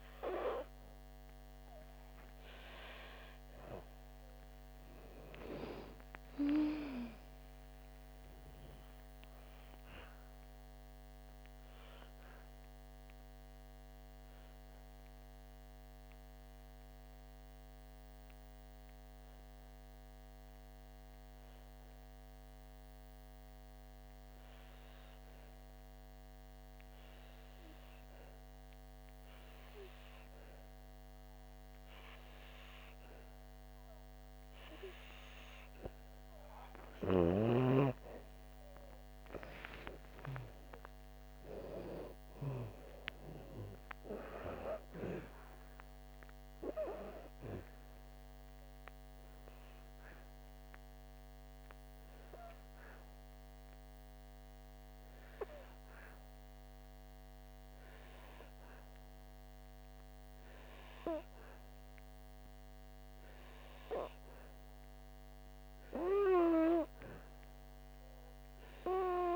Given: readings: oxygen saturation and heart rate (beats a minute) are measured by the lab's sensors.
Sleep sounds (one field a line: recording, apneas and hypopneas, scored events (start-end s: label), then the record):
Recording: breathing in sleep by a microphone on the trachea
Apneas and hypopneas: 2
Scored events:
4.00-7.50 s: arousal
13.00-26.00 s: obstructive apnea (oxygen 97% before, 92% lowest, heart rate 63 before, 55 extreme, up 9 after)
28.00-31.50 s: arousal
40.00-49.00 s: oxygen desaturation (device-marked, oxygen 98% before, 93% lowest, heart rate 59 before, 57 extreme)
52.50-64.50 s: hypopnea (oxygen 98% before, 91% lowest, heart rate 68 before, 57 extreme, up 10 after)
66.00-69.36 s: arousal
From the record:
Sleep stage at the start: N2 (light sleep)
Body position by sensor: on the back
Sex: female